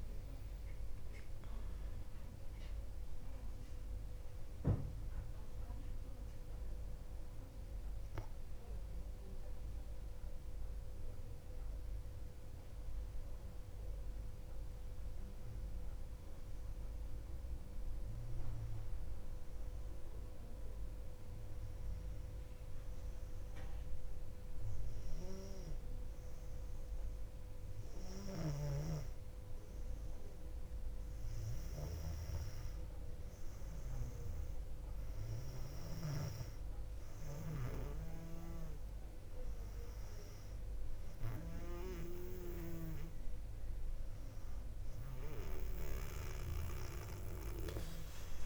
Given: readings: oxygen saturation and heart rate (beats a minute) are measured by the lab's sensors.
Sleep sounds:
breathing in sleep by a room microphone; none
0.00-3.00 s: arousal
From the record:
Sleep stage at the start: N2 (light sleep); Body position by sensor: on the back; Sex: female

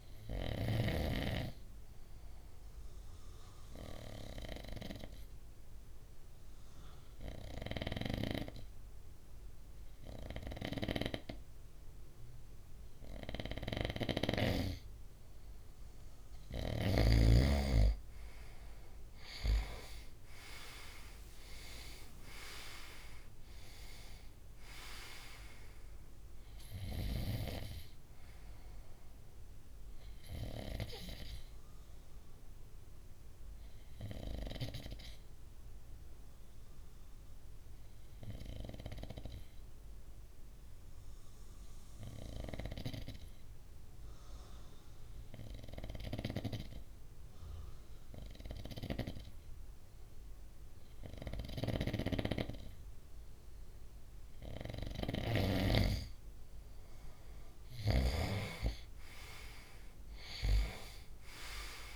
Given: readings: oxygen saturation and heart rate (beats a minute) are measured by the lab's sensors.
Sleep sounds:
breathing in sleep by a room microphone; 2
1.00-14.00 s: obstructive apnea (oxygen 96% before, 93% lowest, heart rate 65 before, 58 extreme, up 5 after)
17.00-21.50 s: arousal
32.50-54.00 s: obstructive apnea (oxygen 96% before, 93% lowest, heart rate 65 before, 58 extreme, up 6 after)
57.50-61.00 s: arousal
57.50-61.95 s: oxygen desaturation (device-marked, oxygen 97% before, 93% lowest, heart rate 62 before, 61 extreme)
From the record:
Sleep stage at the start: N2 (light sleep); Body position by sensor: on the right side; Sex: male

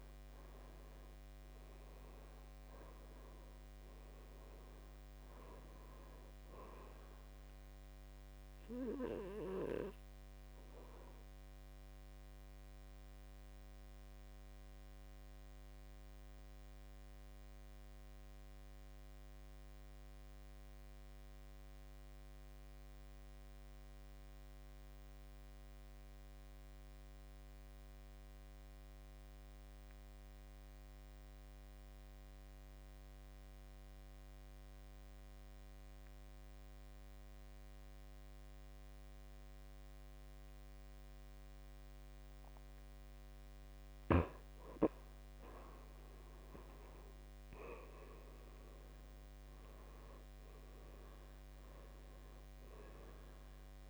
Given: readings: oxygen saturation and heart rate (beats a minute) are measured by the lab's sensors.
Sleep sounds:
breathing in sleep, hard to hear, by a microphone on the trachea; 1
0.00-27.50 s: oxygen desaturation (device-marked, oxygen 82% lowest, heart rate 51 extreme)
9.50-44.00 s: obstructive apnea (oxygen 98% before, 77% lowest, heart rate 64 before, 51 extreme, up 11 after)
41.50-53.90 s: oxygen desaturation (device-marked, oxygen 98% before, 77% lowest, heart rate 55 before, 54 extreme)
45.50-50.50 s: arousal
From the record:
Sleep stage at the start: N2 (light sleep); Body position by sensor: on the back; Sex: male

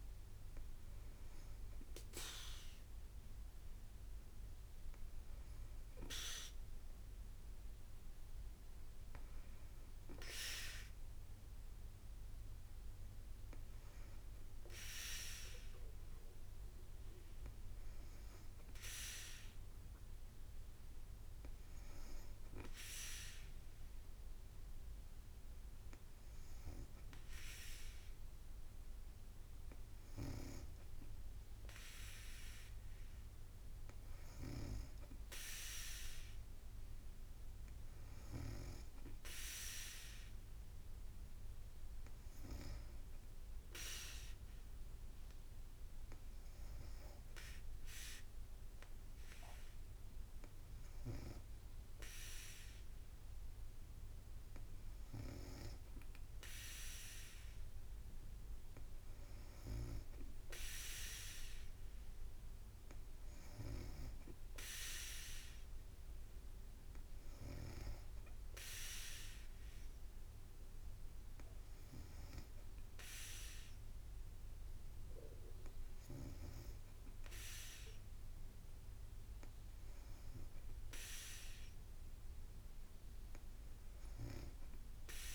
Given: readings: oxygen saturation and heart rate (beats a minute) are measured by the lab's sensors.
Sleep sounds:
breathing in sleep by a room microphone; 1
21.00-31.00 s: hypopnea (oxygen 95% before, 94% lowest, heart rate 57 before, 54 extreme, up 0 after)
From the record:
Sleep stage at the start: N2 (light sleep); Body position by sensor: on the back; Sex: female

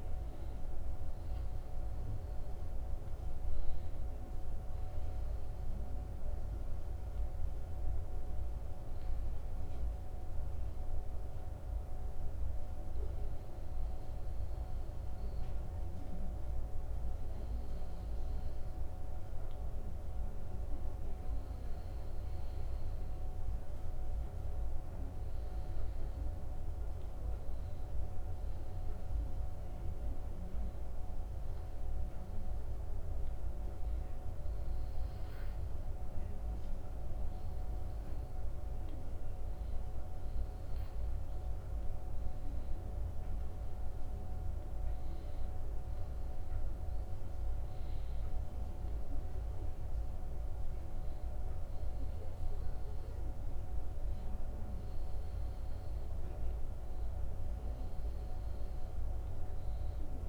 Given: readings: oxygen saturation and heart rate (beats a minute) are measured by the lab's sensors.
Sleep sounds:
breathing in sleep, hard to hear, by a room microphone; none
none scored
From the record:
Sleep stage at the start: N2 (light sleep); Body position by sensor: on the back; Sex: male

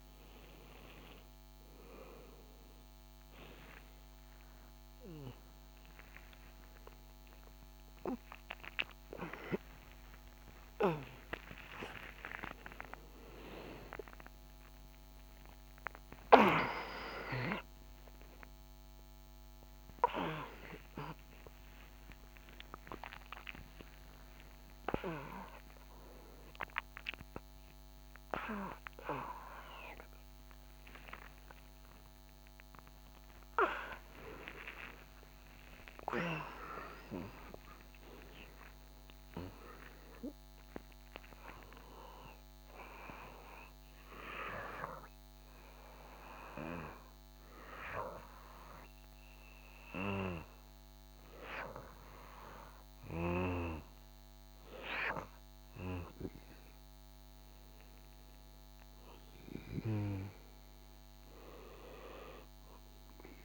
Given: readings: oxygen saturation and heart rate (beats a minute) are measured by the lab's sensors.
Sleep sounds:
a person awake in a sleep study, by a microphone on the trachea; none
50.00-63.45 s: new sleep stage, N2 (light sleep)
60.00-63.45 s: oxygen desaturation (device-marked, oxygen 99% before, 96% lowest, heart rate 74 before, 57 extreme)
From the record:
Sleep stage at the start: awake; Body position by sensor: on the back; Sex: male

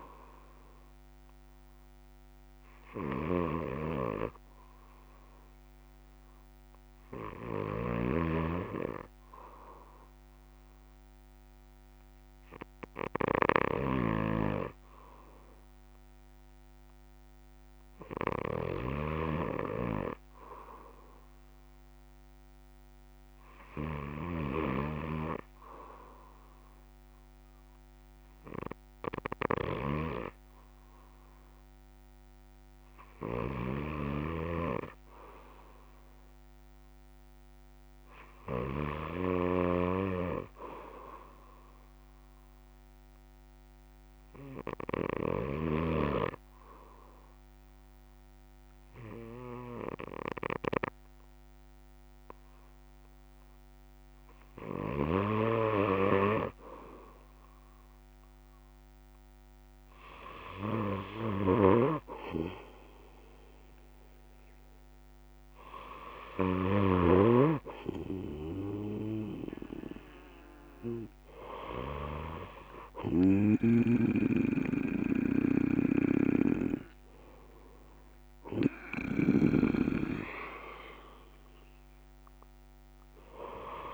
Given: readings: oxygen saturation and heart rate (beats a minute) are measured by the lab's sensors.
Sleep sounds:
breathing in sleep by a microphone on the trachea; none
0.00-14.00 s: snoring (device-marked)
0.00-21.50 s: oxygen desaturation (device-marked, oxygen 89% lowest, heart rate 61 extreme)
73.50-79.50 s: snoring (device-marked)
From the record:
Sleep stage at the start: N1 (lightest sleep); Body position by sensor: on the back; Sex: male

